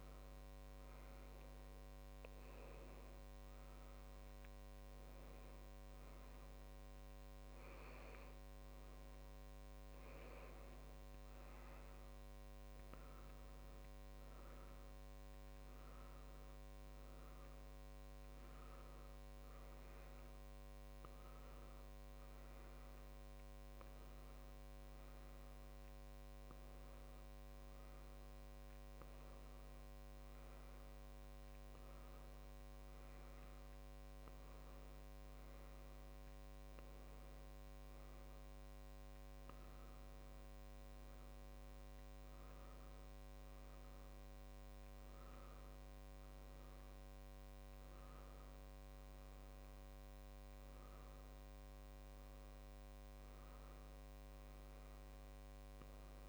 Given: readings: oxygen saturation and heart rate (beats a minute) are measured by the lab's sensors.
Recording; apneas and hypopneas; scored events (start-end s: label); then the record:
breathing in sleep, hard to hear, by a microphone on the trachea; none
6.50-8.50 s: long interval between heartbeats (device-marked, heart rate 39 before, 39 extreme)
11.50-13.50 s: long interval between heartbeats (device-marked, heart rate 35 before, 56 extreme)
15.50-17.50 s: long interval between heartbeats (device-marked, heart rate 36 before, 39 extreme)
39.00-45.00 s: tachycardia (device-marked, heart rate 36 before, 156 extreme)
49.50-51.50 s: long interval between heartbeats (device-marked, heart rate 72 before, 90 extreme)
54.00-56.00 s: long interval between heartbeats (device-marked, heart rate 88 before, 44 extreme)
From the record:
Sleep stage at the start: N2 (light sleep); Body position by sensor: on the left side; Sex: male